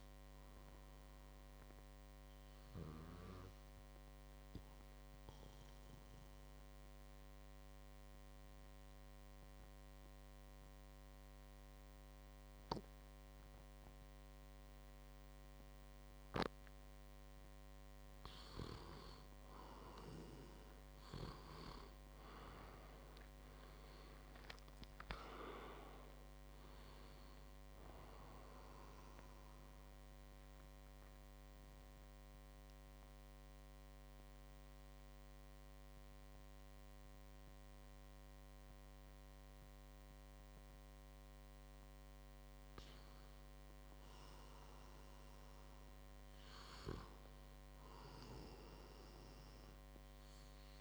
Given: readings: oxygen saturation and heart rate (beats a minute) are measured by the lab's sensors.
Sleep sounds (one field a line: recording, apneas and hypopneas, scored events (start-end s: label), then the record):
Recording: breathing in sleep by a microphone on the trachea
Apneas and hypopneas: 2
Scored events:
0.00-3.50 s: oxygen desaturation (device-marked, oxygen 91% lowest, heart rate 58 extreme)
3.00-17.50 s: obstructive apnea (oxygen 97% before, 92% lowest, heart rate 60 before, 55 extreme, up 7 after)
19.50-38.50 s: oxygen desaturation (device-marked, oxygen 97% before, 92% lowest, heart rate 60 before, 55 extreme)
20.50-25.00 s: arousal
29.50-40.50 s: obstructive apnea (oxygen 98% before, 91% lowest, heart rate 65 before, 55 extreme, up 5 after)
42.50-46.50 s: arousal
From the record:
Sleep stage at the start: N2 (light sleep)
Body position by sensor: on the back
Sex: male